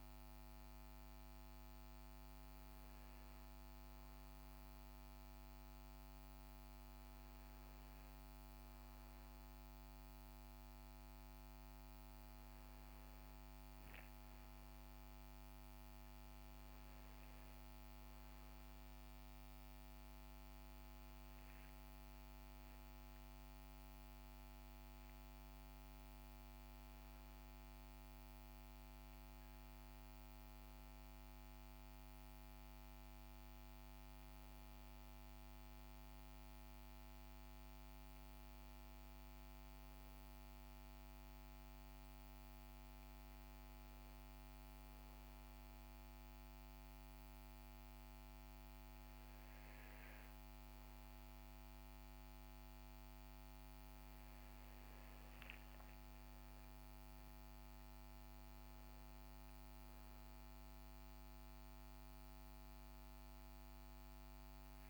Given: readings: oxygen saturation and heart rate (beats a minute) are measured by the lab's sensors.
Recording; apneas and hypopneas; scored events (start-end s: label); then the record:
breathing in sleep, hard to hear, by a microphone on the trachea; none
none scored
From the record:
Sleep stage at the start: N2 (light sleep); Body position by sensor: on the right side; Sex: male